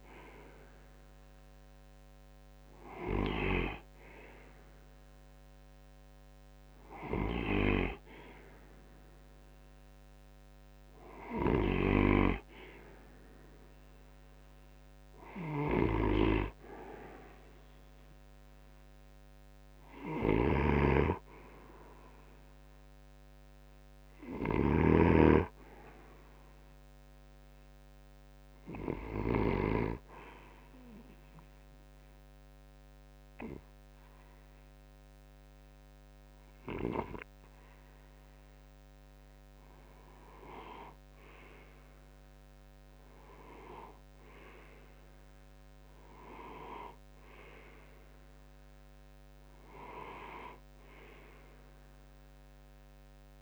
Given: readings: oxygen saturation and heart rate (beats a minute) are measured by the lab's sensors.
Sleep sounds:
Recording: breathing in sleep by a microphone on the trachea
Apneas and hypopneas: 1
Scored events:
0.00-4.00 s: oxygen desaturation (device-marked, oxygen 89% lowest)
15.00-29.00 s: snoring (device-marked)
29.00-39.50 s: obstructive apnea (oxygen 93% before, 88% lowest)
39.00-53.42 s: oxygen desaturation (device-marked, oxygen 93% before, 88% lowest)
42.00-45.00 s: arousal
From the record:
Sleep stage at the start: N2 (light sleep)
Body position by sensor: on the right side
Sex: male

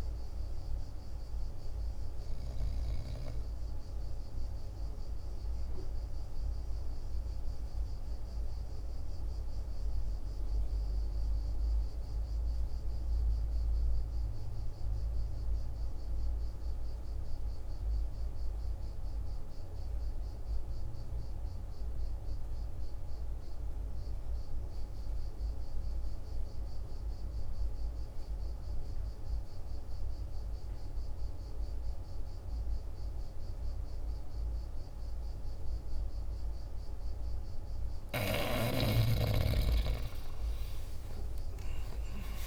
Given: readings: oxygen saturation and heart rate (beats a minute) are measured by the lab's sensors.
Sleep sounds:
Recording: breathing in sleep, hard to hear, by a room microphone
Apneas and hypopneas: 1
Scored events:
0.00-11.50 s: oxygen desaturation (device-marked, oxygen 86% lowest, heart rate 46 extreme)
6.00-37.00 s: mixed apnea (oxygen 98% before, 84% lowest, heart rate 56 before, 48 extreme, up 11 after)
27.50-42.47 s: oxygen desaturation (device-marked, oxygen 99% before, 84% lowest, heart rate 48 before, 48 extreme)
41.00-42.47 s: arousal
From the record:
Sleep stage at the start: N2 (light sleep)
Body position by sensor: on the back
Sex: male

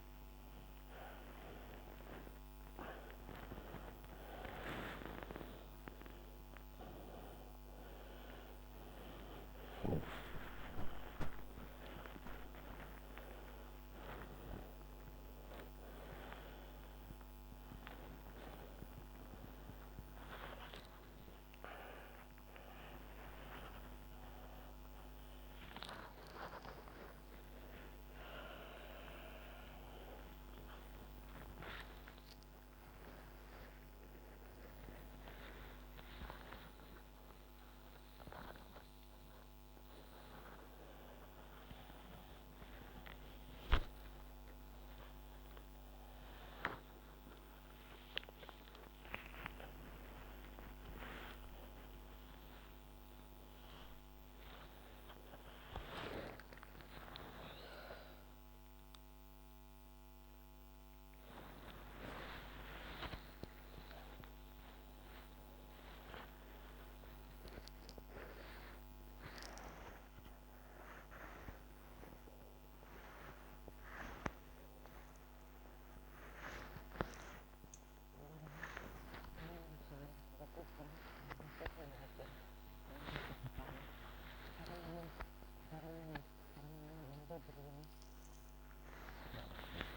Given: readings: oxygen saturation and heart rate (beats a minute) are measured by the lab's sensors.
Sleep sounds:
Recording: a person awake in a sleep study, by a microphone on the trachea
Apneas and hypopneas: none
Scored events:
none scored
From the record:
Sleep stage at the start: awake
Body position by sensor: upright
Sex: female

